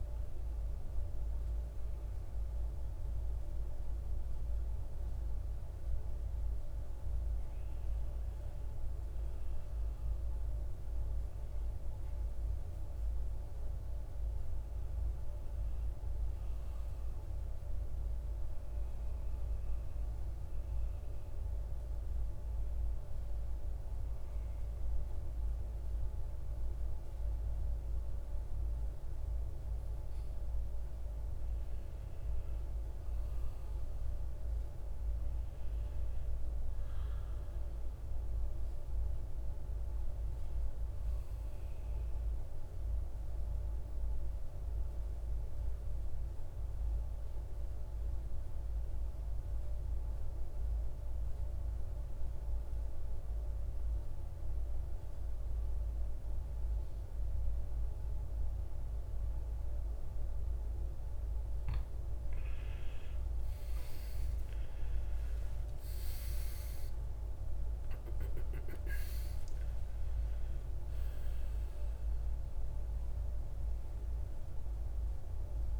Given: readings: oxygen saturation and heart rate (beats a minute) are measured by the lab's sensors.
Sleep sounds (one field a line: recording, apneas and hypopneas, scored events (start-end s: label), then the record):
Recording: breathing in sleep, hard to hear, by a room microphone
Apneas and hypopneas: 1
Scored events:
34.00-38.00 s: arousal
42.00-59.50 s: obstructive apnea (oxygen 96% before, 93% lowest, heart rate 60 before, 56 extreme, up 16 after)
61.00-73.00 s: oxygen desaturation (device-marked, oxygen 97% before, 93% lowest, heart rate 59 before, 54 extreme)
63.00-68.00 s: arousal
From the record:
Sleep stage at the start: N2 (light sleep)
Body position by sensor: on the right side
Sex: male